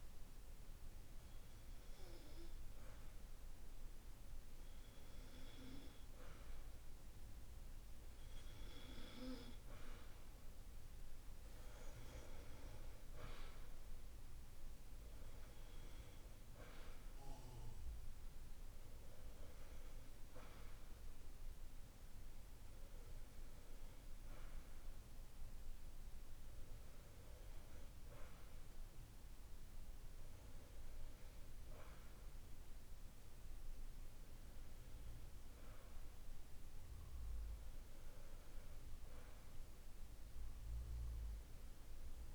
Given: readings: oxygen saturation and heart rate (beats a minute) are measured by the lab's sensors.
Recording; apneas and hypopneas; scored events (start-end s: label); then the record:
breathing in sleep by a room microphone; none
none scored
From the record:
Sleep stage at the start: N2 (light sleep); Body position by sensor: on the back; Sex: male